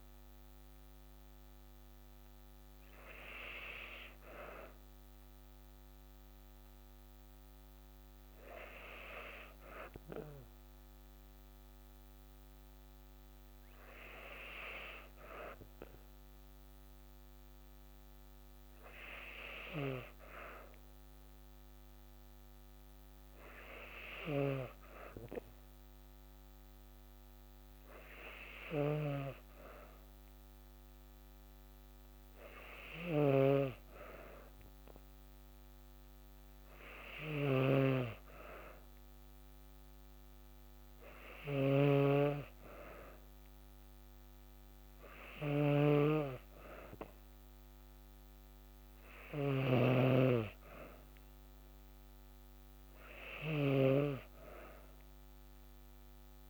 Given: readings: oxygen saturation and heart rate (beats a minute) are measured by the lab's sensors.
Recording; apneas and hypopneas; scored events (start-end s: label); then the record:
breathing in sleep by a microphone on the trachea; none
23.50-56.50 s: snoring (device-marked)
From the record:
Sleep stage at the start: N2 (light sleep); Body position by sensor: on the back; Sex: female